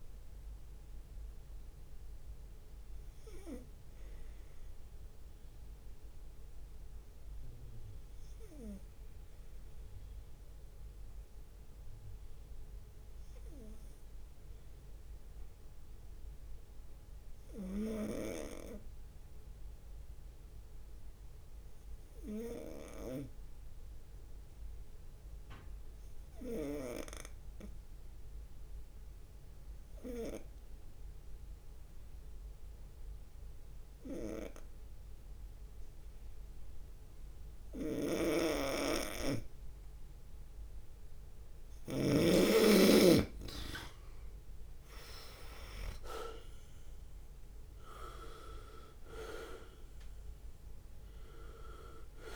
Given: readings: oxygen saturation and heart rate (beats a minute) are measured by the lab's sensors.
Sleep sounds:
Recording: breathing in sleep by a room microphone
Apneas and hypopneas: 1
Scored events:
0.00-14.50 s: oxygen desaturation (device-marked, oxygen 87% lowest, heart rate 61 extreme)
6.00-41.50 s: obstructive apnea (oxygen 96% before, 87% lowest, heart rate 70 before, 61 extreme, up 3 after)
7.50-8.50 s: leg movement (device-marked)
37.50-52.36 s: oxygen desaturation (device-marked, oxygen 98% before, 89% lowest, heart rate 66 before, 62 extreme)
38.00-42.50 s: snoring (device-marked)
45.50-47.00 s: leg movement (device-marked)
46.00-51.00 s: arousal
46.50-52.36 s: drop in pulse transit time (device-marked, heart rate 67 before, 69 extreme)
48.00-50.00 s: leg movement (device-marked)
From the record:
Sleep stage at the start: N2 (light sleep)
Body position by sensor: on the right side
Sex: male

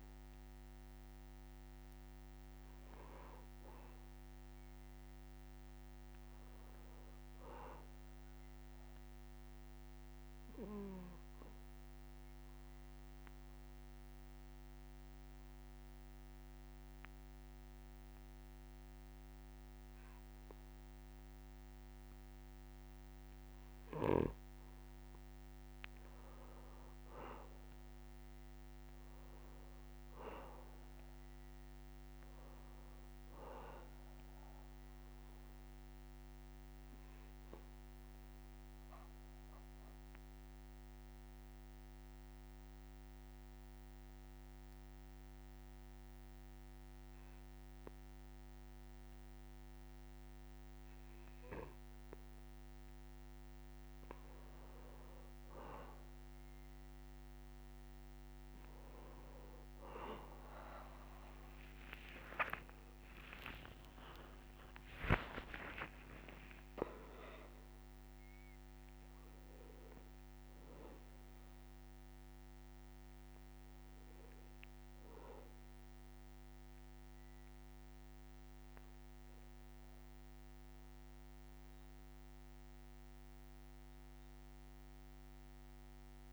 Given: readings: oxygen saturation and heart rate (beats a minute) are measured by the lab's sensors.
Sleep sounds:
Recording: breathing in sleep by a microphone on the trachea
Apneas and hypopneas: 2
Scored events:
0.00-4.50 s: arousal
11.50-24.50 s: obstructive apnea (oxygen 98% before, 93% lowest, heart rate 63 before, 60 extreme, up 4 after)
26.50-30.50 s: arousal
33.50-48.50 s: oxygen desaturation (device-marked, oxygen 97% before, 93% lowest, heart rate 63 before, 60 extreme)
37.50-53.00 s: obstructive apnea (oxygen 97% before, 93% lowest, heart rate 63 before, 60 extreme, up 4 after)
57.50-69.50 s: oxygen desaturation (device-marked, oxygen 98% before, 95% lowest, heart rate 62 before, 61 extreme)
62.50-67.50 s: arousal
65.50-67.50 s: long interval between heartbeats (device-marked, heart rate 63 before, 75 extreme)
From the record:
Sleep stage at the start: N2 (light sleep)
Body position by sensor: on the back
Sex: male

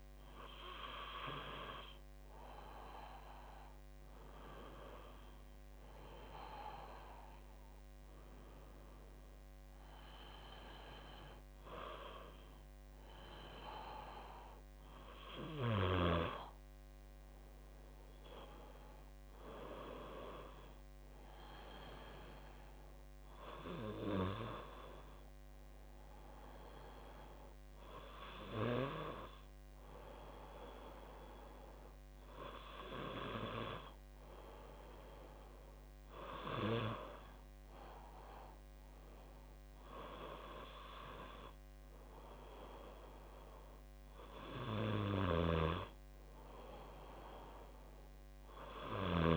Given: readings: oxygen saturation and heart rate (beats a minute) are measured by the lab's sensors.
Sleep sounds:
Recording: breathing in sleep by a microphone on the trachea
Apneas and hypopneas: none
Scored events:
none scored
From the record:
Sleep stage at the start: N2 (light sleep)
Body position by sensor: on the back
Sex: female

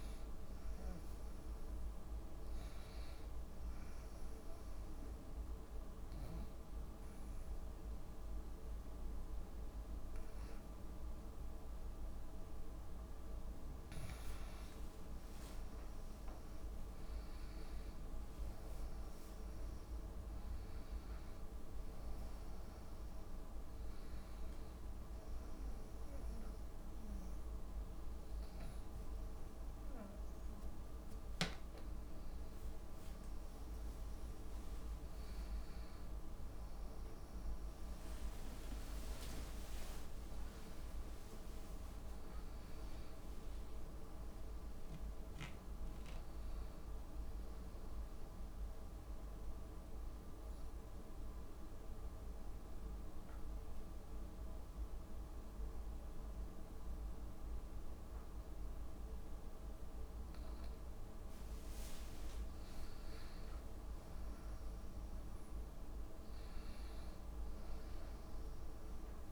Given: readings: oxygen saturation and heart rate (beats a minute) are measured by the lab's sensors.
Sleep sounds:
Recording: breathing in sleep, hard to hear, by a room microphone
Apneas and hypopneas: 3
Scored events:
0.00-11.50 s: oxygen desaturation (device-marked, oxygen 89% lowest)
3.50-14.50 s: obstructive apnea (oxygen 97% before, 89% lowest)
16.50-20.00 s: arousal
20.50-32.50 s: oxygen desaturation (device-marked, oxygen 95% before, 91% lowest)
24.50-35.50 s: hypopnea (oxygen 95% before, 89% lowest)
39.00-43.50 s: arousal
49.00-63.00 s: obstructive apnea (oxygen 95% before, 89% lowest)
64.50-69.32 s: oxygen desaturation (device-marked, oxygen 96% before, 89% lowest)
65.00-68.00 s: arousal
From the record:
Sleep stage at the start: N2 (light sleep)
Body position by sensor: on the back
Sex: female

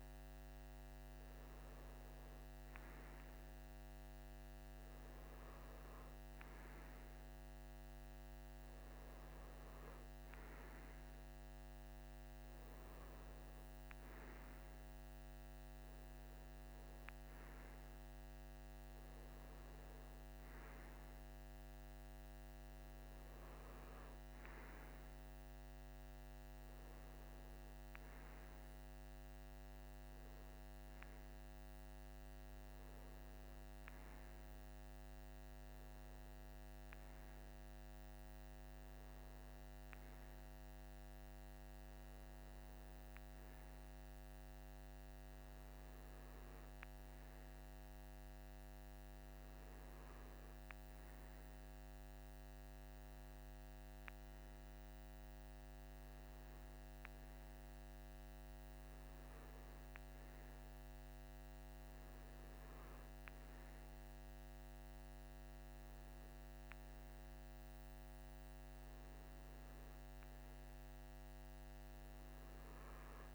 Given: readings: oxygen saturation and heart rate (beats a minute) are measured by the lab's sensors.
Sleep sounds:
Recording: breathing in sleep, hard to hear, by a microphone on the trachea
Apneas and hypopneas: none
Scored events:
none scored
From the record:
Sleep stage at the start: REM sleep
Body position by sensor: on the right side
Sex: male

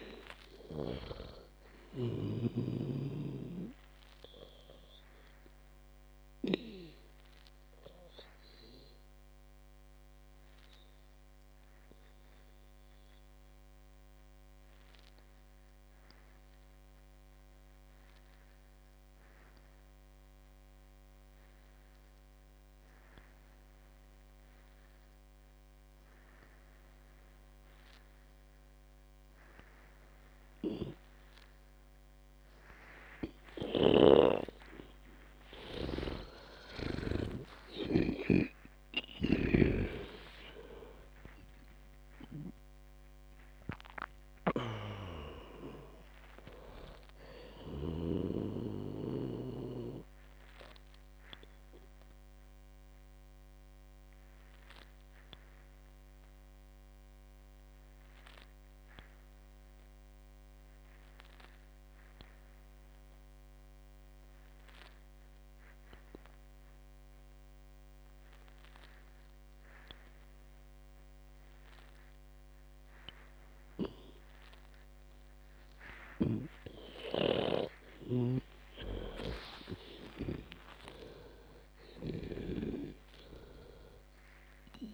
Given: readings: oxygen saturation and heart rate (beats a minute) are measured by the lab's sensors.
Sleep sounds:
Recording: breathing in sleep by a microphone on the trachea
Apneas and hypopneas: 2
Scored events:
0.00-3.00 s: snoring (device-marked)
0.00-16.50 s: oxygen desaturation (device-marked, oxygen 92% lowest, heart rate 56 extreme)
4.00-33.50 s: obstructive apnea (oxygen 98% before, 91% lowest, heart rate 72 before, 56 extreme, up 28 after)
34.50-65.50 s: oxygen desaturation (device-marked, oxygen 98% before, 91% lowest, heart rate 68 before, 53 extreme)
35.50-39.00 s: arousal
36.50-48.50 s: snoring (device-marked)
49.00-78.00 s: obstructive apnea (oxygen 98% before, 91% lowest, heart rate 89 before, 53 extreme, up 33 after)
76.50-84.94 s: snoring (device-marked)
79.50-83.50 s: arousal
79.50-84.94 s: oxygen desaturation (device-marked, oxygen 98% before, 92% lowest, heart rate 60 before, 55 extreme)
From the record:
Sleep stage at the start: N2 (light sleep)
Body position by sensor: on the back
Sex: female

